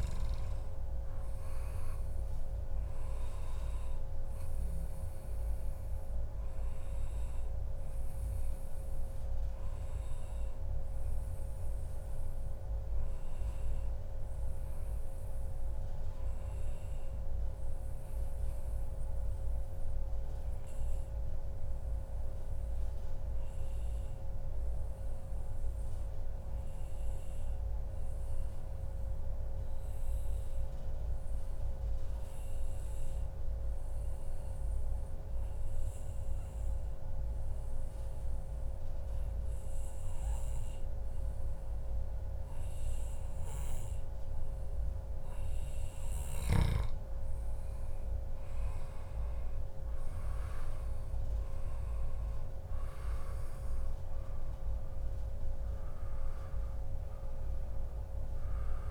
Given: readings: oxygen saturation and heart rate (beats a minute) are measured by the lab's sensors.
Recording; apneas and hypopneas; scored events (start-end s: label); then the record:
breathing in sleep, hard to hear, by a room microphone; 1
15.00-45.00 s: obstructive apnea (oxygen 96% before, 94% lowest, heart rate 128 before, 106 extreme, up 1 after)
48.50-52.50 s: arousal
From the record:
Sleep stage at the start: N2 (light sleep); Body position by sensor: on the back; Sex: male